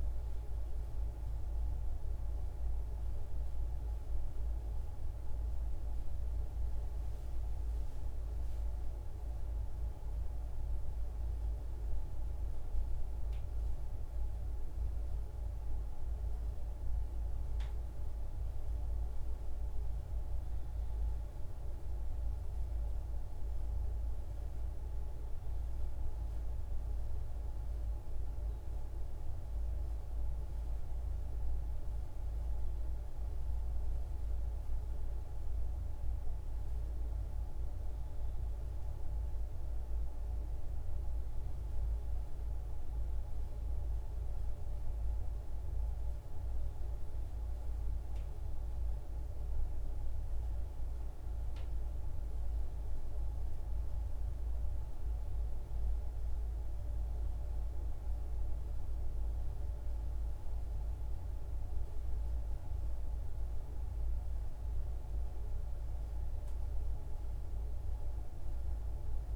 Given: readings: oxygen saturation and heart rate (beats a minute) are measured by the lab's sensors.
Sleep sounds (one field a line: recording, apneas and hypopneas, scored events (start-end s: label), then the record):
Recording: breathing in sleep, hard to hear, by a room microphone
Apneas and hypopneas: none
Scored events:
54.00-59.00 s: arousal
From the record:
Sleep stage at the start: N2 (light sleep)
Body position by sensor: on the back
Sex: female